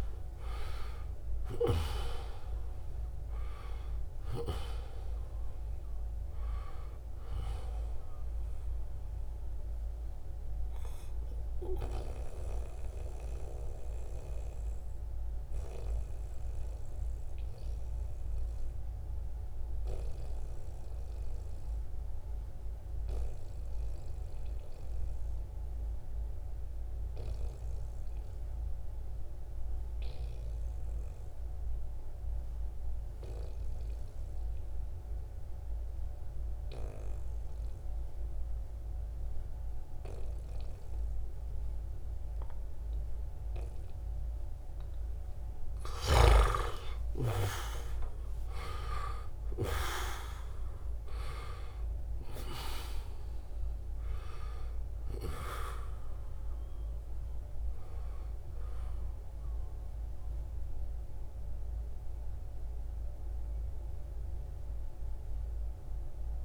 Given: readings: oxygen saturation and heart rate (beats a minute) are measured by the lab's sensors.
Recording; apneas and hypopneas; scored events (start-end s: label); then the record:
breathing in sleep by a room microphone; 1
0.00-24.00 s: oxygen desaturation (device-marked, oxygen 85% lowest, heart rate 58 extreme)
11.00-43.00 s: mixed apnea (oxygen 95% before, 85% lowest, heart rate 73 before, 61 extreme, up 10 after)
40.00-66.45 s: oxygen desaturation (device-marked, oxygen 96% before, 87% lowest, heart rate 66 before, 63 extreme)
45.00-49.00 s: snoring (device-marked)
45.00-49.50 s: arousal
From the record:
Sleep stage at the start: N2 (light sleep); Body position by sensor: on the back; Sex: male